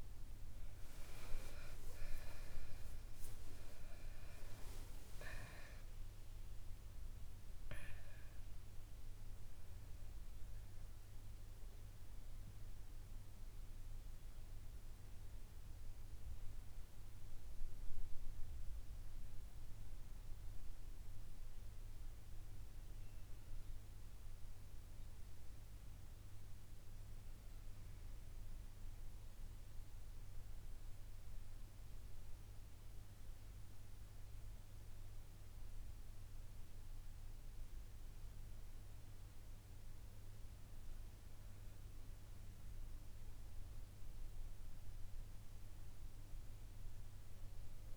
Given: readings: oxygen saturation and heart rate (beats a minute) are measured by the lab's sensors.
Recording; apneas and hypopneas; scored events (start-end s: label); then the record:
a person awake in a sleep study, hard to hear, by a room microphone; none
0.00-1.00 s: oxygen desaturation (device-marked, oxygen 94% lowest, heart rate 69 extreme)
5.00-47.97 s: new sleep stage, awake
From the record:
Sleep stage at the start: N1 (lightest sleep); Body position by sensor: on the back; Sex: female